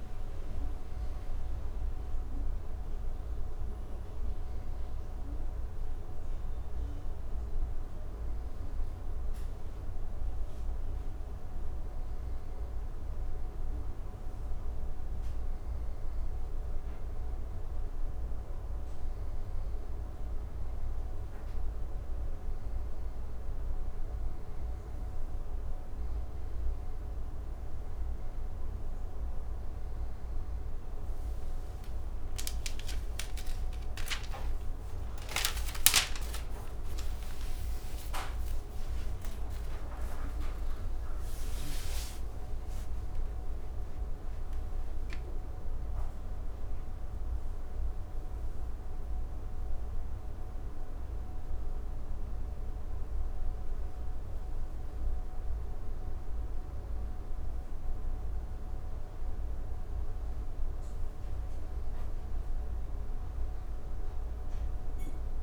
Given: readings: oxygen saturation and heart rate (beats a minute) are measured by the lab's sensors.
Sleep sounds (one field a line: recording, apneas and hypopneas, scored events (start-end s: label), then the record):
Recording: breathing in sleep, hard to hear, by a room microphone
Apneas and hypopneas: none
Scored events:
34.50-41.00 s: arousal
From the record:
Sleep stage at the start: N1 (lightest sleep)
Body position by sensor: on the back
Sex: male